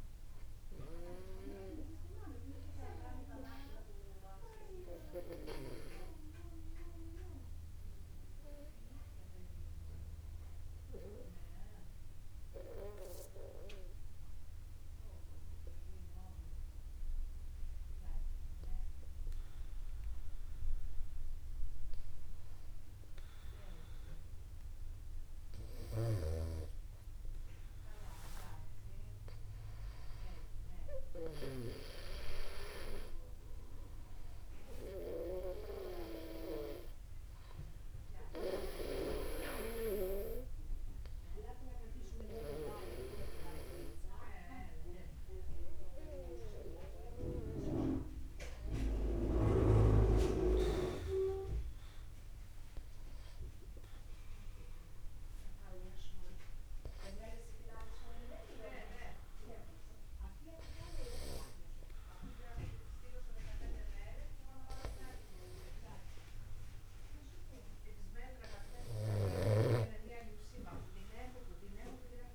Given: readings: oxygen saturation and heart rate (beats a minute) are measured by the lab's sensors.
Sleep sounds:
breathing in sleep by a room microphone; 1
11.00-23.00 s: obstructive apnea (oxygen 97% before, 95% lowest, heart rate 52 before, 52 extreme, up 1 after)
29.50-33.50 s: arousal
70.00-72.35 s: snoring (device-marked)
From the record:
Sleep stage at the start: N2 (light sleep); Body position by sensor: upright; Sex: male

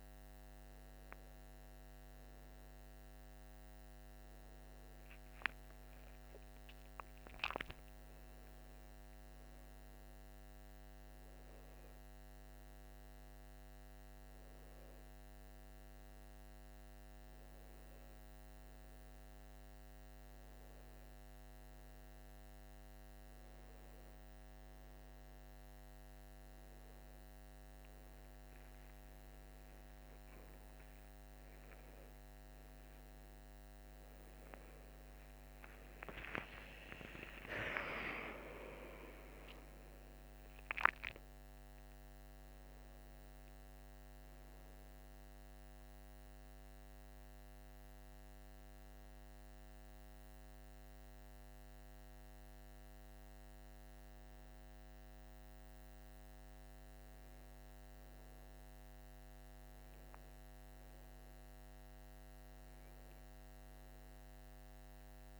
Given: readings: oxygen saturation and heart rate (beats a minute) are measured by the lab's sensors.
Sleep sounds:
a person awake in a sleep study, by a microphone on the trachea; none
48.50-65.40 s: new sleep stage, N1 (lightest sleep)
From the record:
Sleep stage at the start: awake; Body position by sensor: on the right side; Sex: male

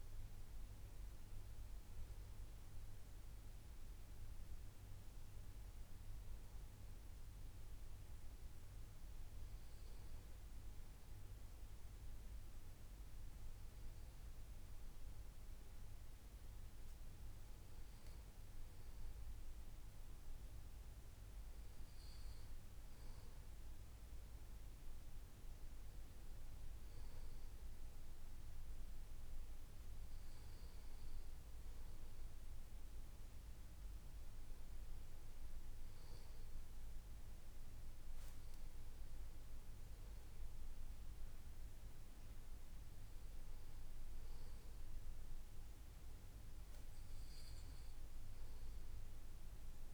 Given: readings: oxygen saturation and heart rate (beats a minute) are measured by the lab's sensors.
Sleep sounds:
breathing in sleep, hard to hear, by a room microphone; none
18.50-49.93 s: new sleep stage, N2 (light sleep)
From the record:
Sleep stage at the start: N1 (lightest sleep); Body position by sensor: on the back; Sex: male

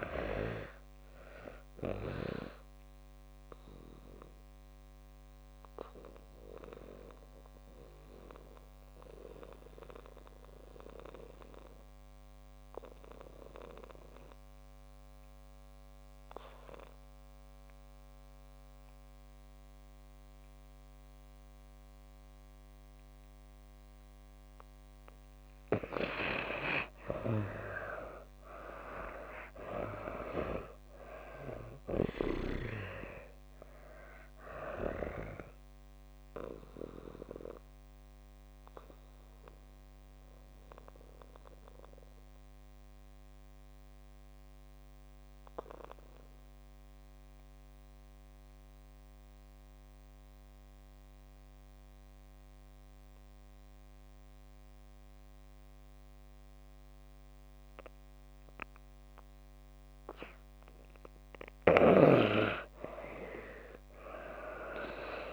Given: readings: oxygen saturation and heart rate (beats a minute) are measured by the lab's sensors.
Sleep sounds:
breathing in sleep by a microphone on the trachea; 2
0.00-20.50 s: oxygen desaturation (device-marked, oxygen 80% lowest)
2.50-25.00 s: obstructive apnea (oxygen 98% before, 75% lowest)
22.50-52.50 s: oxygen desaturation (device-marked, oxygen 97% before, 75% lowest)
27.50-30.50 s: arousal
36.50-59.50 s: obstructive apnea (oxygen 97% before, 73% lowest)
57.50-65.33 s: oxygen desaturation (device-marked, oxygen 97% before, 74% lowest)
62.00-65.33 s: arousal
From the record:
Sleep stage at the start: N2 (light sleep); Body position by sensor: on the back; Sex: female

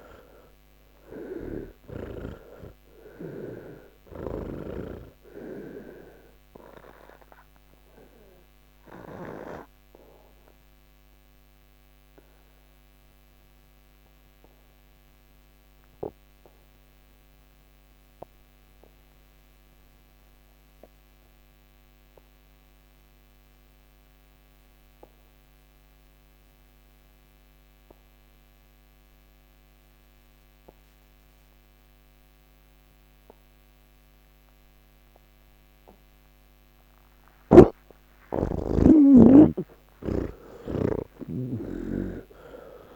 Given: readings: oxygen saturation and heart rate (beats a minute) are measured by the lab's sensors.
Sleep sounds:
breathing in sleep by a microphone on the trachea; 1
0.00-2.50 s: snoring (device-marked)
0.50-24.50 s: oxygen desaturation (device-marked, oxygen 89% before, 79% lowest, heart rate 114 before, 69 extreme)
7.50-37.50 s: obstructive apnea (oxygen 99% before, 78% lowest, heart rate 99 before, 69 extreme)
26.50-42.96 s: oxygen desaturation (device-marked, oxygen 99% before, 78% lowest)
40.00-42.96 s: snoring (device-marked)
From the record:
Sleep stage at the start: N3 (deep sleep); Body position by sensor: on the back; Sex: male

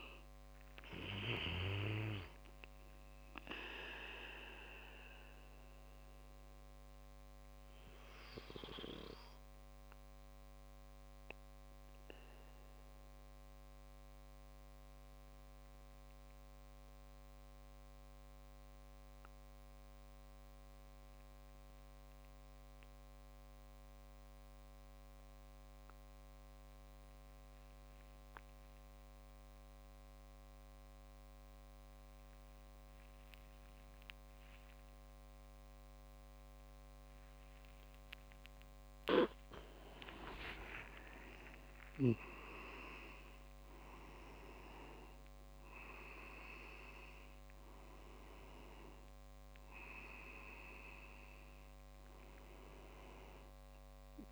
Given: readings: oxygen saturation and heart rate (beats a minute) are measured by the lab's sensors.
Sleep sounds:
breathing in sleep by a microphone on the trachea; 1
5.00-40.00 s: obstructive apnea (oxygen 98% before, 93% lowest, heart rate 61 before, 25 extreme, up 13 after)
6.50-16.50 s: oxygen desaturation (device-marked, oxygen 97% before, 94% lowest, heart rate 62 before, 36 extreme)
35.50-54.31 s: oxygen desaturation (device-marked, oxygen 99% before, 93% lowest, heart rate 55 before, 25 extreme)
41.50-43.00 s: leg movement (device-marked)
41.50-45.50 s: arousal
From the record:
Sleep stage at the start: N2 (light sleep); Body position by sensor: on the back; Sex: male

